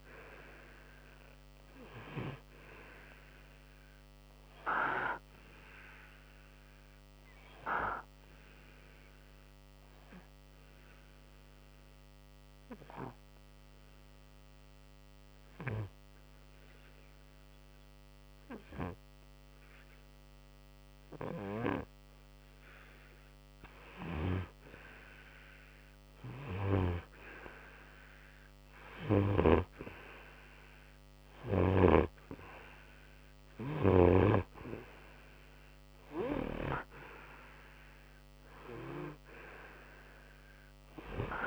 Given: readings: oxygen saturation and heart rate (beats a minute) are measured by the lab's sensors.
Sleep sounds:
breathing in sleep by a microphone on the trachea; 1
4.00-21.00 s: obstructive apnea (oxygen 96% before, 92% lowest, heart rate 65 before, 59 extreme, up 2 after)
10.50-24.50 s: oxygen desaturation (device-marked, oxygen 95% before, 92% lowest, heart rate 65 before, 59 extreme)
26.00-31.50 s: arousal
From the record:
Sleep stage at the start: N2 (light sleep); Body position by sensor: on the right side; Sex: male

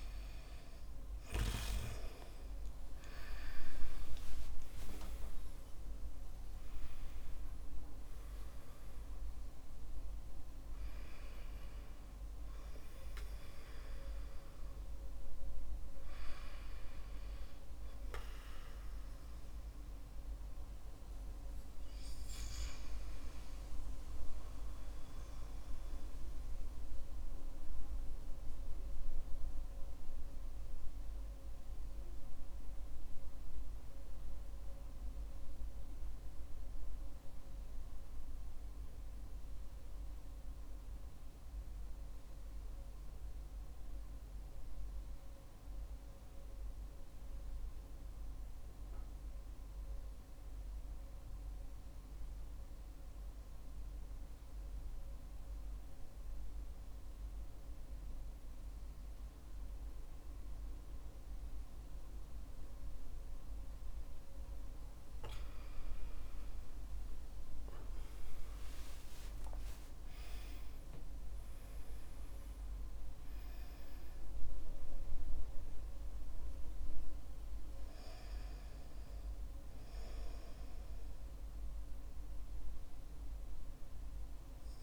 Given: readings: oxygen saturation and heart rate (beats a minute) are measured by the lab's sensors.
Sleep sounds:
breathing in sleep, hard to hear, by a room microphone; 1
0.00-4.50 s: oxygen desaturation (device-marked, oxygen 93% lowest, heart rate 48 extreme)
3.00-7.50 s: arousal
27.00-64.00 s: mixed apnea (oxygen 94% before, 91% lowest, heart rate 61 before, 55 extreme, up 22 after)
42.50-84.83 s: new sleep stage, N2 (light sleep)
59.50-83.50 s: oxygen desaturation (device-marked, oxygen 98% before, 92% lowest, heart rate 66 before, 58 extreme)
66.00-70.00 s: arousal
From the record:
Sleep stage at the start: REM sleep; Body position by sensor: on the back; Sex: male

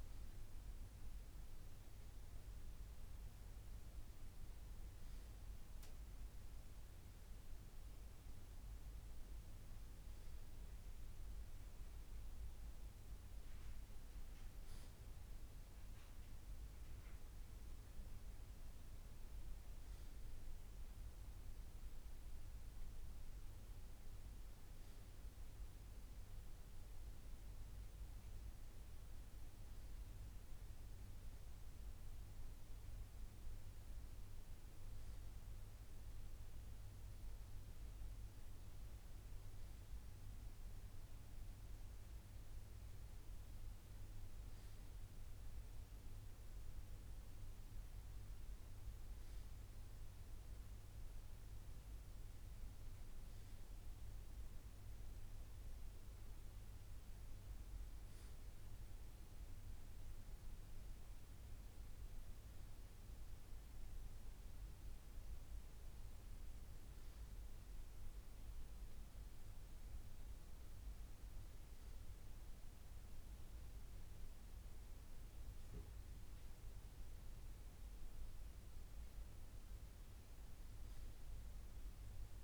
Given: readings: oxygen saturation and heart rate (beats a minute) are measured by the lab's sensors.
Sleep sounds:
breathing in sleep, hard to hear, by a room microphone; none
43.00-46.50 s: arousal
From the record:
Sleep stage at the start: N3 (deep sleep); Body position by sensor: on the right side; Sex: male

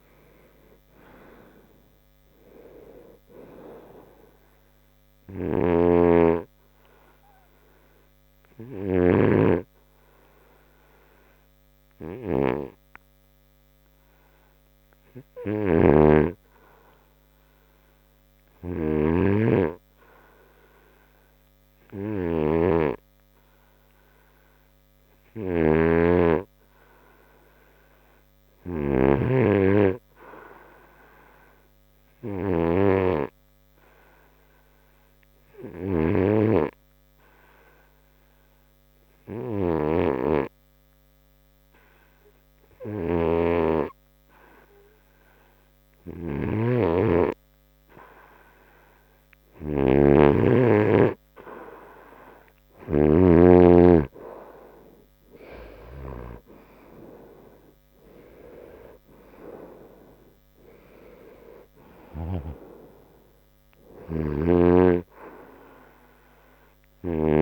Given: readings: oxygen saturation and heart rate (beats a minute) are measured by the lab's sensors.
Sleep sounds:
breathing in sleep by a microphone on the trachea; 2
5.00-17.50 s: hypopnea (oxygen 96% before, 91% lowest, heart rate 73 before, 66 extreme, up 2 after)
22.00-25.50 s: arousal
27.50-37.50 s: oxygen desaturation (device-marked, oxygen 96% before, 91% lowest, heart rate 73 before, 66 extreme)
32.50-46.00 s: hypopnea (oxygen 96% before, 90% lowest, heart rate 72 before, 66 extreme, up 7 after)
48.50-67.42 s: oxygen desaturation (device-marked, oxygen 97% before, 91% lowest, heart rate 68 before, 68 extreme)
50.00-55.00 s: arousal
From the record:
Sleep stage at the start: N2 (light sleep); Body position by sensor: on the right side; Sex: male

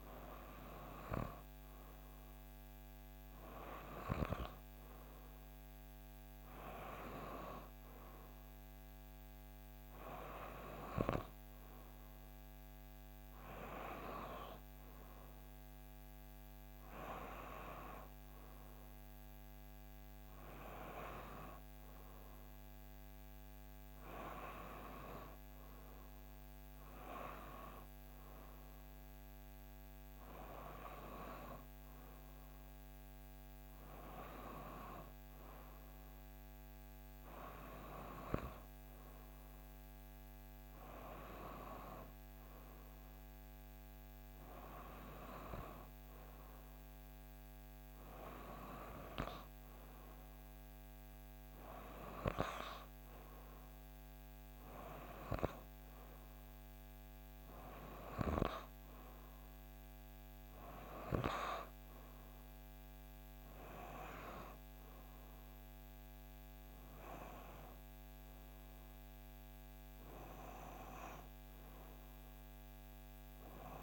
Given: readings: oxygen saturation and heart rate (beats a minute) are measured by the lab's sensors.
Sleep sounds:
breathing in sleep by a microphone on the trachea; none
59.50-73.83 s: new sleep stage, N2 (light sleep)
65.50-69.00 s: arousal
From the record:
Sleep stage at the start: N3 (deep sleep); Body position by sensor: on the back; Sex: female

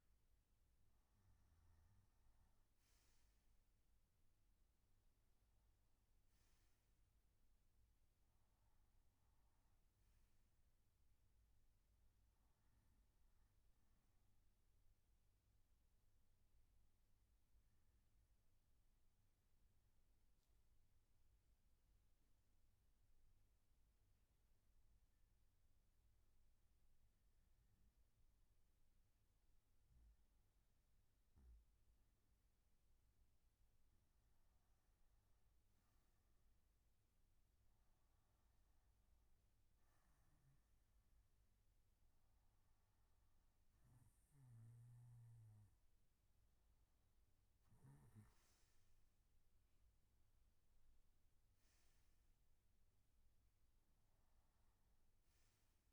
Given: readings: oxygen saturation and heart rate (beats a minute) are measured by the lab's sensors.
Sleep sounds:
breathing in sleep, hard to hear, by a room microphone; 1
0.00-1.50 s: oxygen desaturation (device-marked, oxygen 93% lowest, heart rate 60 extreme)
18.00-30.50 s: obstructive apnea (oxygen 95% before, 94% lowest, heart rate 65 before, 61 extreme)
51.50-55.93 s: oxygen desaturation (device-marked, oxygen 97% before, 94% lowest, heart rate 62 before, 64 extreme)
From the record:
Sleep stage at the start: N3 (deep sleep); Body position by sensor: on the right side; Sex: male

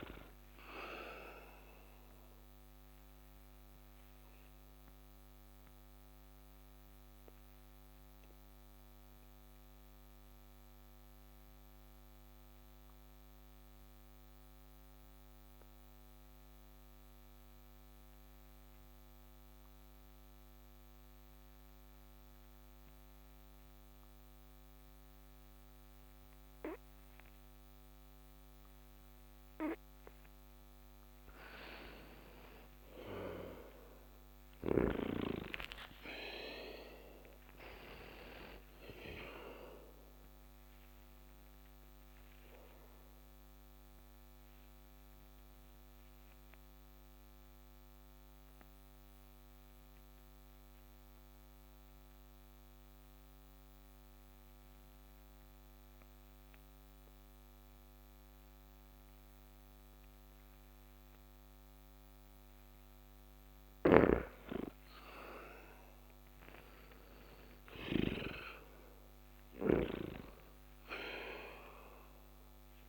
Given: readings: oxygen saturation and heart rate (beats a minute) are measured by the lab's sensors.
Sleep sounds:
breathing in sleep by a microphone on the trachea; 2
0.00-23.00 s: oxygen desaturation (device-marked, oxygen 82% lowest)
1.50-28.00 s: obstructive apnea (oxygen 97% before, 82% lowest)
32.00-35.50 s: arousal
33.00-61.00 s: oxygen desaturation (device-marked, oxygen 98% before, 84% lowest)
41.00-63.00 s: obstructive apnea (oxygen 98% before, 84% lowest)
63.50-72.89 s: snoring (device-marked)
66.00-69.50 s: arousal
68.00-72.89 s: oxygen desaturation (device-marked, oxygen 97% before, 85% lowest)
From the record:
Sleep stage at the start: N2 (light sleep); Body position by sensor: on the back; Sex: male

